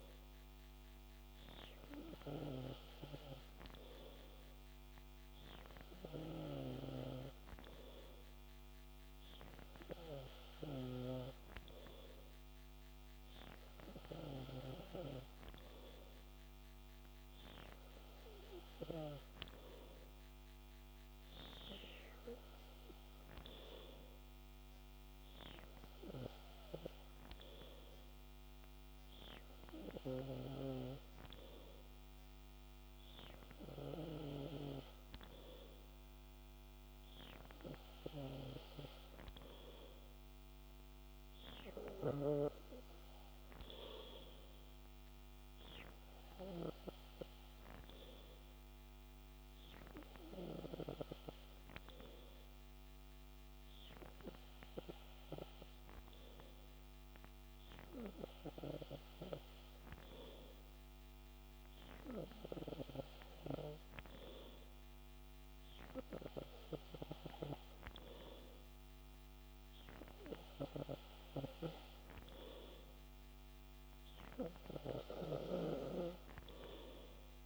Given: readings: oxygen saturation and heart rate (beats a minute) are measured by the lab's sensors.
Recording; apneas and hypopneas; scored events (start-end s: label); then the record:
breathing in sleep by a microphone on the trachea; none
none scored
From the record:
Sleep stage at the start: N3 (deep sleep); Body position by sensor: on the back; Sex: male